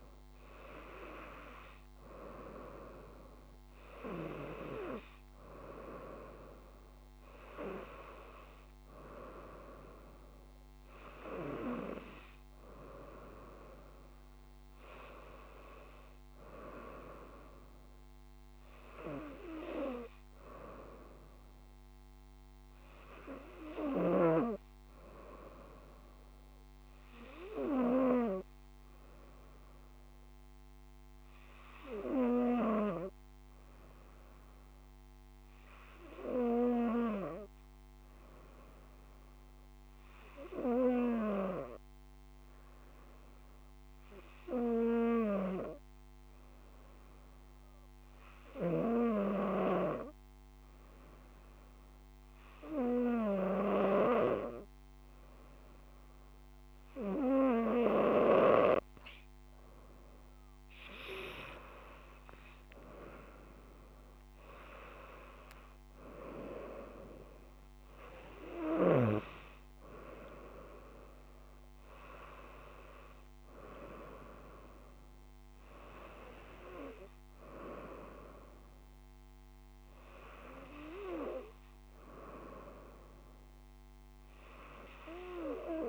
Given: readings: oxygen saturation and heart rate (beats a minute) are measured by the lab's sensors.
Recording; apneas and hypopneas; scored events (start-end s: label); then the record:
breathing in sleep by a microphone on the trachea; 1
0.00-3.00 s: arousal
0.00-11.00 s: oxygen desaturation (device-marked, oxygen 94% lowest, heart rate 60 extreme)
34.50-60.00 s: obstructive apnea (oxygen 98% before, 94% lowest, heart rate 66 before, 62 extreme, up 10 after)
59.00-72.00 s: oxygen desaturation (device-marked, oxygen 97% before, 95% lowest, heart rate 63 before, 61 extreme)
61.50-64.50 s: arousal
From the record:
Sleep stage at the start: N2 (light sleep); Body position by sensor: on the right side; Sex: female